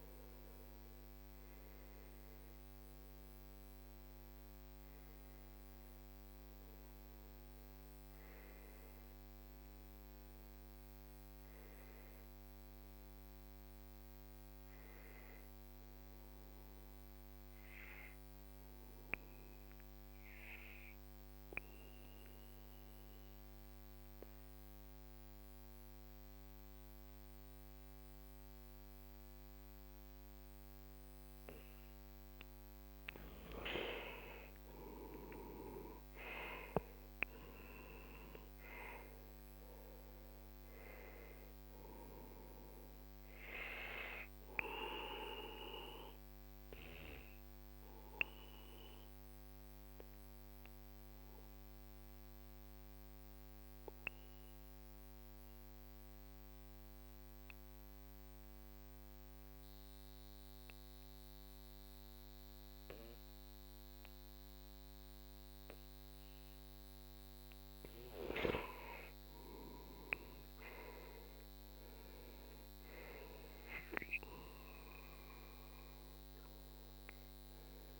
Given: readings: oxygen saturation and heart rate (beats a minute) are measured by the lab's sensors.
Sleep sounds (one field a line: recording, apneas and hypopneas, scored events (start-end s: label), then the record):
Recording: breathing in sleep by a microphone on the trachea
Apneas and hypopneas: 2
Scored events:
0.00-1.00 s: arousal
0.00-22.50 s: oxygen desaturation (device-marked, oxygen 91% lowest, heart rate 46 extreme)
20.50-33.50 s: obstructive apnea (oxygen 97% before, 90% lowest, heart rate 49 before, 43 extreme, up 12 after)
36.00-39.50 s: arousal
37.50-57.50 s: oxygen desaturation (device-marked, oxygen 96% before, 90% lowest, heart rate 49 before, 43 extreme)
47.50-68.00 s: obstructive apnea (oxygen 97% before, 90% lowest, heart rate 54 before, 42 extreme, up 14 after)
68.50-78.00 s: oxygen desaturation (device-marked, oxygen 97% before, 91% lowest, heart rate 45 before, 42 extreme)
69.50-73.00 s: arousal
From the record:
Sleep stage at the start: N2 (light sleep)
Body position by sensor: on the back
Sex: male